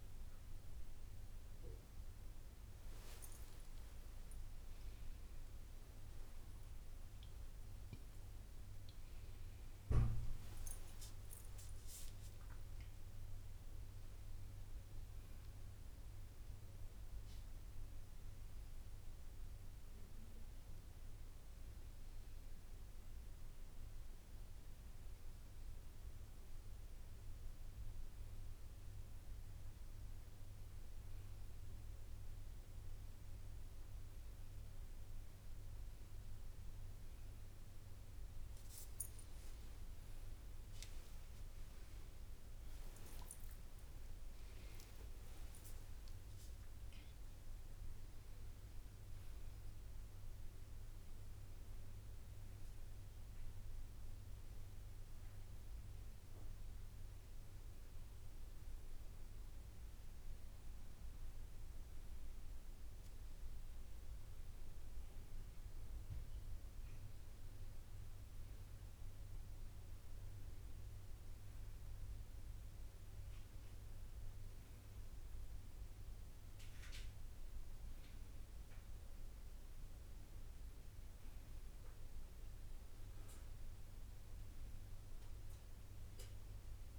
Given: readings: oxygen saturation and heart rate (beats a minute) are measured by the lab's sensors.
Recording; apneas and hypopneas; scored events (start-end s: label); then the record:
a person awake in a sleep study, hard to hear, by a room microphone; none
3.00-5.00 s: long interval between heartbeats (device-marked, heart rate 73 before, 78 extreme)
5.50-7.50 s: tachycardia (device-marked, heart rate 66 before, 99 extreme)
10.50-12.50 s: long interval between heartbeats (device-marked, heart rate 79 before, 97 extreme)
40.50-44.50 s: tachycardia (device-marked, heart rate 67 before, 103 extreme)
41.00-43.00 s: long interval between heartbeats (device-marked, heart rate 71 before, 82 extreme)
43.00-45.00 s: long interval between heartbeats (device-marked, heart rate 72 before, 90 extreme)
64.50-86.98 s: new sleep stage, N1 (lightest sleep)
From the record:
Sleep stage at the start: awake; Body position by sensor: on the right side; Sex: female